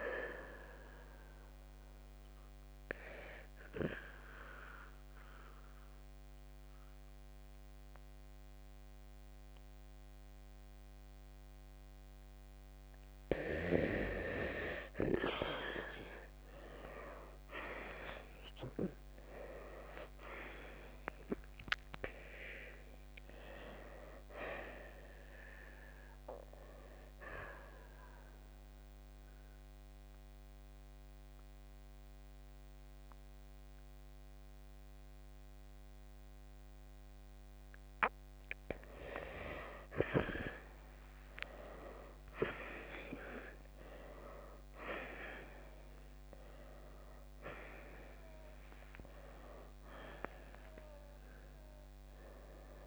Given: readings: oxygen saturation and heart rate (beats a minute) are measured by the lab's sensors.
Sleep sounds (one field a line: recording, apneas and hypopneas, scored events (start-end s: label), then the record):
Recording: breathing in sleep by a microphone on the trachea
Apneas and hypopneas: 2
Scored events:
0.00-5.50 s: oxygen desaturation (device-marked, oxygen 87% lowest, heart rate 53 extreme)
1.00-14.00 s: hypopnea (oxygen 95% before, 88% lowest, heart rate 62 before, 53 extreme, up 37 after)
10.50-23.50 s: oxygen desaturation (device-marked, oxygen 95% before, 88% lowest, heart rate 63 before, 57 extreme)
16.00-20.50 s: arousal
28.50-38.50 s: mixed apnea (oxygen 95% before, 88% lowest, heart rate 68 before, 57 extreme, up 14 after)
39.50-44.50 s: arousal
41.50-52.87 s: oxygen desaturation (device-marked, oxygen 94% before, 89% lowest, heart rate 68 before, 54 extreme)
From the record:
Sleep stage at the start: N2 (light sleep)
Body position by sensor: on the right side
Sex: male